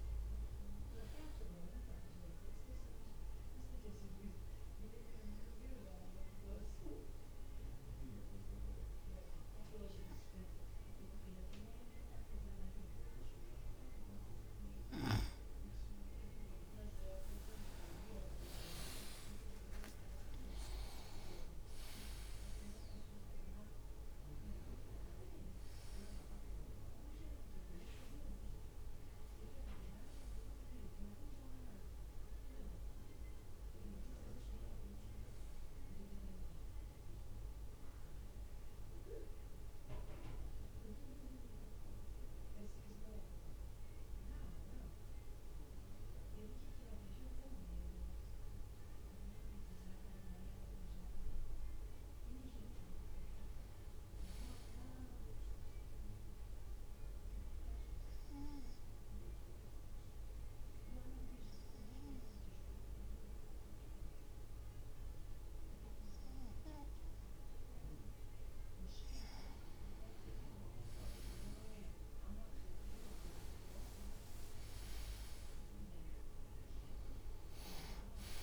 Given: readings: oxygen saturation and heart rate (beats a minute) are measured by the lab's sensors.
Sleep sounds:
breathing in sleep by a room microphone; 3
0.00-5.00 s: drop in pulse transit time (device-marked, heart rate 55 extreme)
3.50-15.00 s: obstructive apnea (oxygen 98% before, 96% lowest, heart rate 59 before, 57 extreme, up 10 after)
16.00-19.50 s: leg movement (device-marked)
18.00-23.00 s: arousal
19.00-33.00 s: drop in pulse transit time (device-marked, heart rate 58 before, 57 extreme)
36.00-47.00 s: hypopnea (oxygen 98% before, 96% lowest, heart rate 61 before, 52 extreme, up 3 after)
49.50-52.50 s: arousal
57.50-68.50 s: obstructive apnea (oxygen 98% before, 96% lowest, heart rate 56 before, 54 extreme, up 8 after)
68.50-69.50 s: leg movement (device-marked)
72.50-76.00 s: leg movement (device-marked)
74.00-78.43 s: drop in pulse transit time (device-marked, heart rate 56 before, 54 extreme)
74.50-78.43 s: arousal
From the record:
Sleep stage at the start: N2 (light sleep); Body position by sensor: on the right side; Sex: male

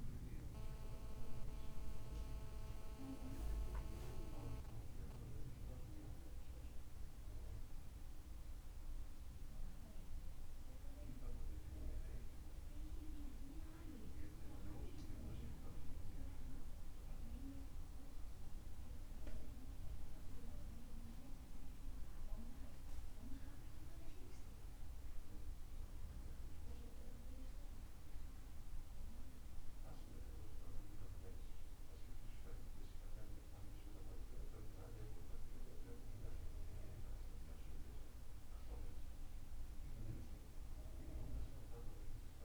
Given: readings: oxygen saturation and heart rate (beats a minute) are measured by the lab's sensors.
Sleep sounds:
breathing in sleep by a room microphone; none
none scored
From the record:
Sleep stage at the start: N2 (light sleep); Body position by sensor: on the back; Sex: male

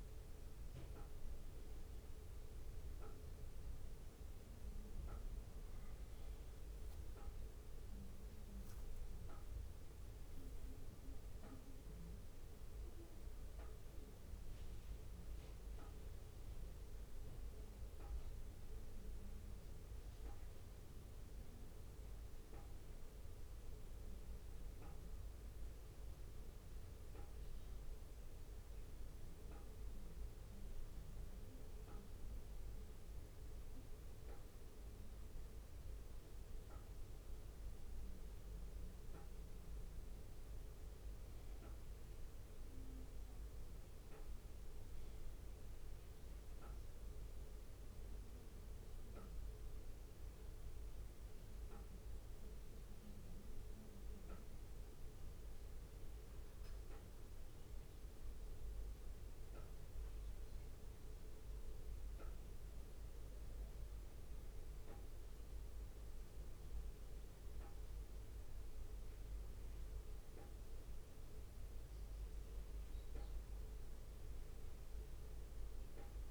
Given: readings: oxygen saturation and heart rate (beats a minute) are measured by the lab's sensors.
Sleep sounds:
breathing in sleep, hard to hear, by a room microphone; none
0.00-62.50 s: bradycardia (device-marked, heart rate 58 extreme)
63.50-76.31 s: bradycardia (device-marked, heart rate 60 before, 58 extreme)
From the record:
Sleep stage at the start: N2 (light sleep); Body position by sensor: on the back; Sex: male

